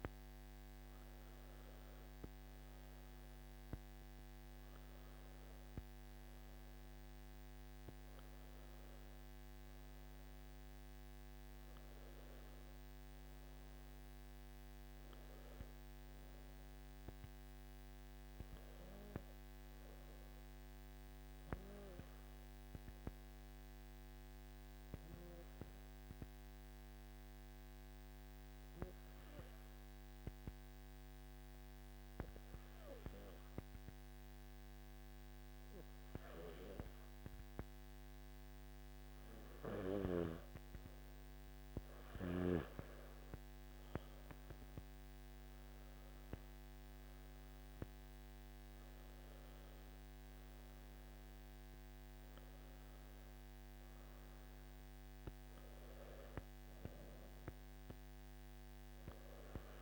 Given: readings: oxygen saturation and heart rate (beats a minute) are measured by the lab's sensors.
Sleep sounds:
breathing in sleep by a microphone on the trachea; 1
0.00-21.50 s: oxygen desaturation (device-marked, oxygen 91% lowest, heart rate 55 extreme)
24.00-39.00 s: obstructive apnea (oxygen 98% before, 91% lowest, heart rate 57 before, 55 extreme, up 12 after)
41.50-59.82 s: oxygen desaturation (device-marked, oxygen 98% before, 91% lowest, heart rate 58 before, 53 extreme)
From the record:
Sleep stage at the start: N2 (light sleep); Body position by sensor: on the back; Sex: male

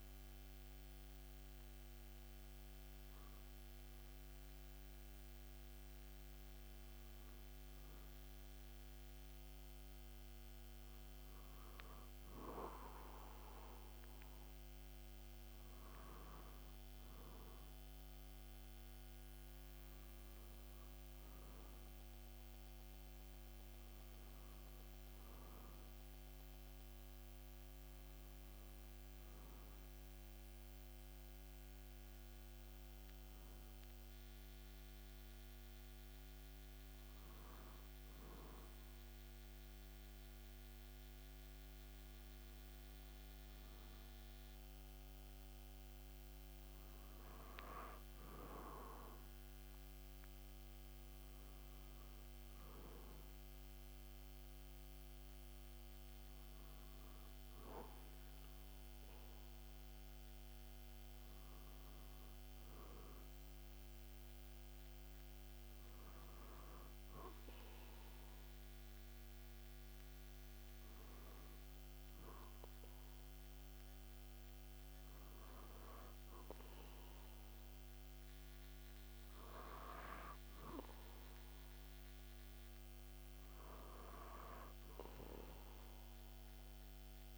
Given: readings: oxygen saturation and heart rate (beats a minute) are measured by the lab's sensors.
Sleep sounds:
breathing in sleep by a microphone on the trachea; none
none scored
From the record:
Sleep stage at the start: N2 (light sleep); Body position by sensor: on the back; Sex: male

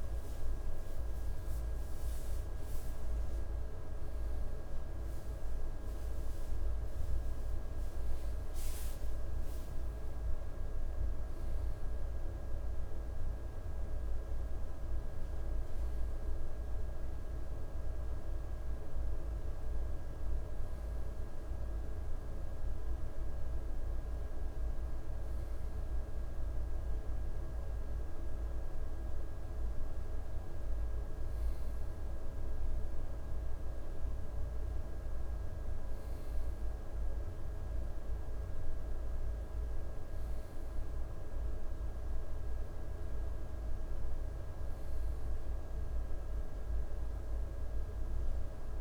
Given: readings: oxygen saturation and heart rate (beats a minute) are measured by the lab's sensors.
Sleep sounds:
breathing in sleep, hard to hear, by a room microphone; none
none scored
From the record:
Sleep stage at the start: N1 (lightest sleep); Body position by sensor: on the front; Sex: male

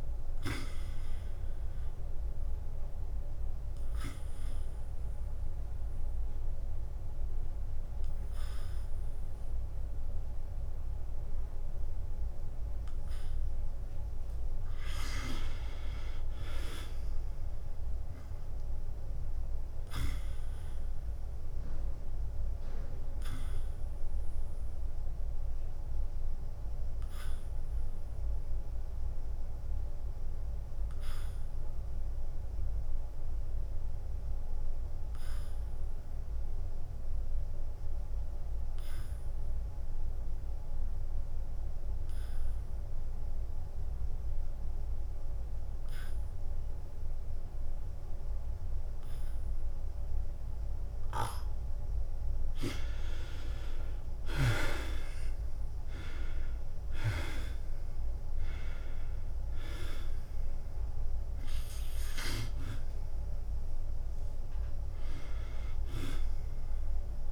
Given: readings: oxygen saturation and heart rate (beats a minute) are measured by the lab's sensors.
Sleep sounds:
breathing in sleep by a room microphone; 2
0.00-6.50 s: drop in pulse transit time (device-marked, heart rate 90 extreme)
0.00-22.50 s: oxygen desaturation (device-marked, oxygen 74% lowest, heart rate 83 extreme)
2.00-14.50 s: obstructive apnea (oxygen 98% before, 74% lowest, heart rate 88 before, 83 extreme, up 2 after)
17.00-20.50 s: arousal
24.00-51.50 s: obstructive apnea (oxygen 94% before, 75% lowest, heart rate 90 before, 84 extreme, up 4 after)
36.50-41.50 s: oxygen desaturation (device-marked, oxygen 97% before, 93% lowest, heart rate 87 before, 85 extreme)
45.50-49.50 s: drop in pulse transit time (device-marked, heart rate 86 before, 85 extreme)
51.50-67.32 s: drop in pulse transit time (device-marked, heart rate 86 before, 86 extreme)
54.00-58.00 s: arousal
From the record:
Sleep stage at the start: N2 (light sleep); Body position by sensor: on the back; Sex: male

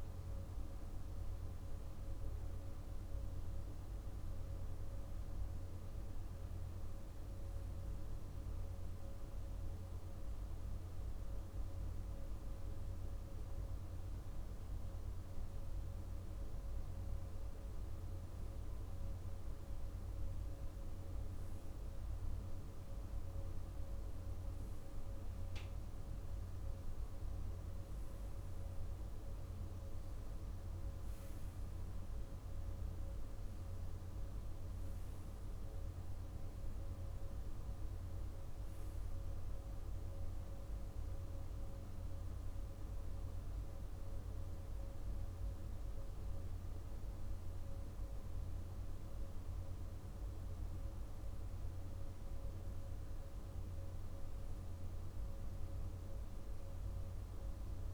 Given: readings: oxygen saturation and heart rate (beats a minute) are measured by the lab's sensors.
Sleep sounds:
breathing in sleep, hard to hear, by a room microphone; none
none scored
From the record:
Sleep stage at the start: REM sleep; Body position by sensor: on the right side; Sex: male

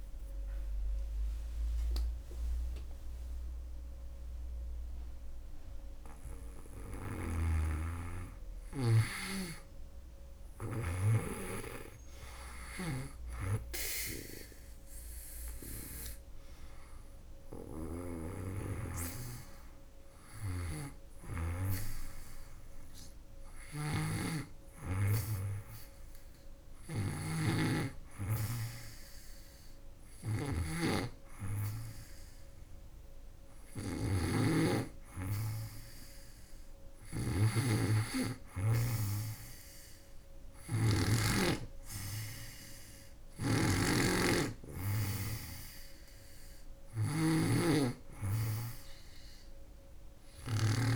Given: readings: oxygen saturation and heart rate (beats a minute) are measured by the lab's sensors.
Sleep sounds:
breathing in sleep by a room microphone; none
17.00-50.96 s: snoring (device-marked)
From the record:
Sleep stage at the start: N2 (light sleep); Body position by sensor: on the back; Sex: female

